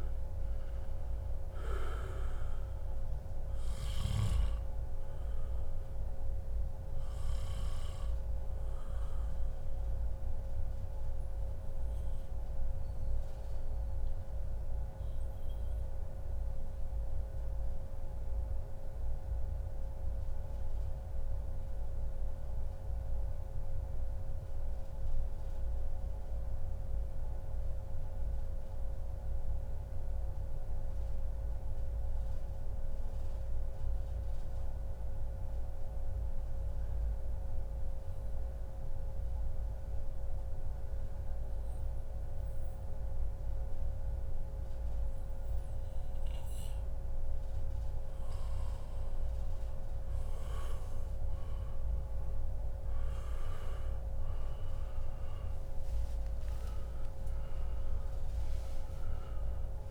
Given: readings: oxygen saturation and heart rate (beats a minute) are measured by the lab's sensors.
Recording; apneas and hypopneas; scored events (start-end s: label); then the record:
breathing in sleep, hard to hear, by a room microphone; 1
9.00-47.00 s: mixed apnea (oxygen 96% before, 90% lowest, heart rate 136 before, 85 extreme, up 51 after)
19.00-21.00 s: long interval between heartbeats (device-marked, heart rate 142 before, 126 extreme)
35.50-37.50 s: long interval between heartbeats (device-marked, heart rate 108 before, 89 extreme)
38.00-40.00 s: long interval between heartbeats (device-marked, heart rate 103 before, 92 extreme)
41.50-59.91 s: oxygen desaturation (device-marked, oxygen 99% before, 90% lowest, heart rate 96 before, 125 extreme)
48.50-52.00 s: arousal
From the record:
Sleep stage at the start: REM sleep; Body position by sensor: on the back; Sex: male